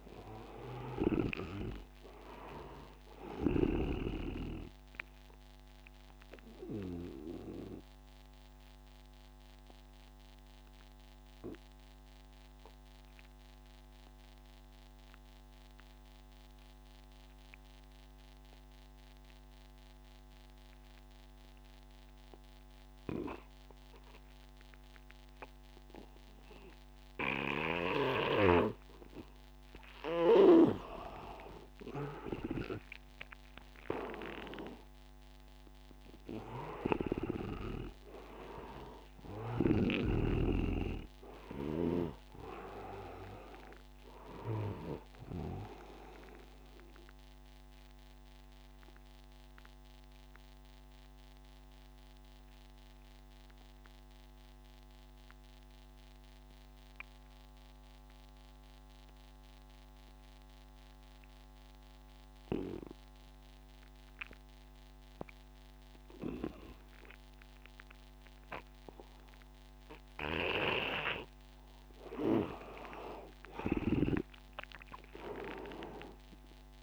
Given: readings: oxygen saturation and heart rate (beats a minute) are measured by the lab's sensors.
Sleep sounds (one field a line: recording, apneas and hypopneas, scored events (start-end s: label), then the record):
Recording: breathing in sleep by a microphone on the trachea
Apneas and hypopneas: 2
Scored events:
0.00-17.00 s: oxygen desaturation (device-marked, oxygen 83% lowest, heart rate 81 extreme)
6.50-30.00 s: obstructive apnea (oxygen 99% before, 83% lowest, heart rate 88 before, 81 extreme, up 7 after)
27.00-53.00 s: oxygen desaturation (device-marked, oxygen 99% before, 86% lowest, heart rate 85 before, 85 extreme)
32.00-36.00 s: arousal
46.00-71.00 s: obstructive apnea (oxygen 99% before, 82% lowest, heart rate 91 before, 85 extreme, up 3 after)
65.00-76.83 s: oxygen desaturation (device-marked, oxygen 99% before, 82% lowest, heart rate 89 before, 89 extreme)
72.00-76.00 s: arousal
From the record:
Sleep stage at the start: N2 (light sleep)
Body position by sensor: on the right side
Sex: male